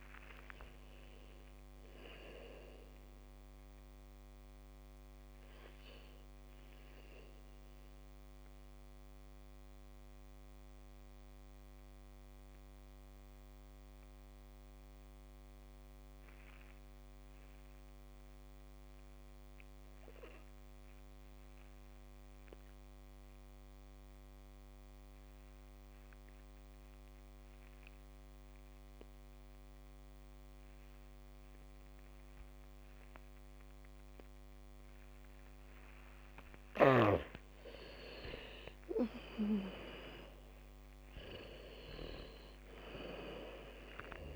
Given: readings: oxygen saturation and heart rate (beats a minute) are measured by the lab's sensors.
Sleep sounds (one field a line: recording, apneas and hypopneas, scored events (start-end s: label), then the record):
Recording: breathing in sleep by a microphone on the trachea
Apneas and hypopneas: 1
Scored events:
0.00-17.50 s: oxygen desaturation (device-marked, oxygen 82% lowest, heart rate 48 extreme)
6.50-36.00 s: mixed apnea (oxygen 96% before, 80% lowest, heart rate 69 before, 48 extreme)
33.50-44.36 s: oxygen desaturation (device-marked, oxygen 99% before, 80% lowest, heart rate 71 before, 48 extreme)
36.50-41.50 s: bradycardia (device-marked, heart rate 72 before, 48 extreme)
38.00-42.50 s: arousal
From the record:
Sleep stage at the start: N2 (light sleep)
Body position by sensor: on the back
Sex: female